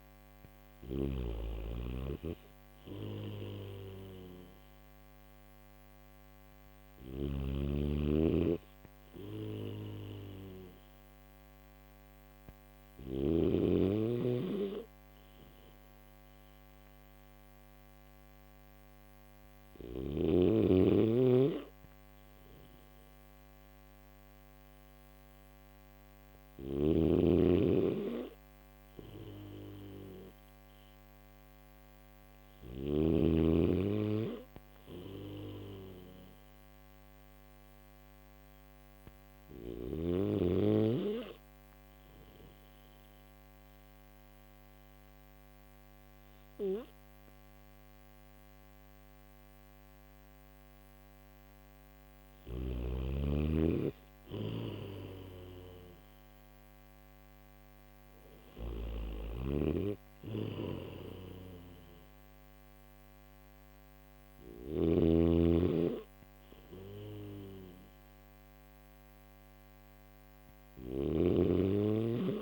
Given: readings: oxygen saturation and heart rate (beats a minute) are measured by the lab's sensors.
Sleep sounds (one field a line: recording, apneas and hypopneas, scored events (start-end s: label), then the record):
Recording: breathing in sleep by a microphone on the trachea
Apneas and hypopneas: none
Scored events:
0.00-12.50 s: snoring (device-marked)
26.00-32.50 s: snoring (device-marked)
51.50-58.00 s: snoring (device-marked)
64.00-72.42 s: snoring (device-marked)
From the record:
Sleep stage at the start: N1 (lightest sleep)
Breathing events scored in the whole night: 29 in 6.0 hours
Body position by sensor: on the back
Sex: male